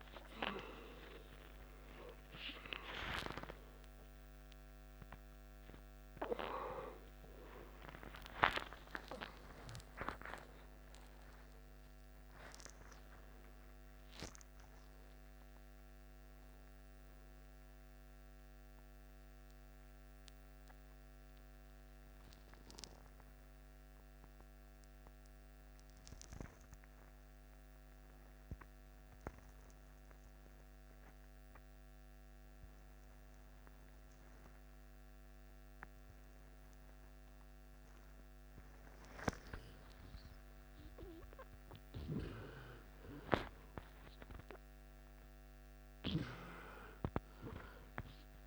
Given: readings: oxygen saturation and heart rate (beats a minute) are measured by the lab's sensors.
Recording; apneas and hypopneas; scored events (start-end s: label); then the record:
a person partly awake in a sleep study, by a microphone on the trachea; 1
3.00-5.00 s: long interval between heartbeats (device-marked, heart rate 75 before, 70 extreme)
9.50-11.50 s: long interval between heartbeats (device-marked, heart rate 78 before, 79 extreme)
13.00-15.00 s: long interval between heartbeats (device-marked, heart rate 75 before, 90 extreme)
20.00-48.47 s: new sleep stage, N2 (light sleep)
26.50-37.50 s: obstructive apnea (oxygen 99% before, 91% lowest, heart rate 78 before, 56 extreme, up 8 after)
39.00-44.00 s: arousal
39.00-48.47 s: oxygen desaturation (device-marked, oxygen 99% before, 91% lowest, heart rate 60 before, 54 extreme)
From the record:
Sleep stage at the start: awake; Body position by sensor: on the left side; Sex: male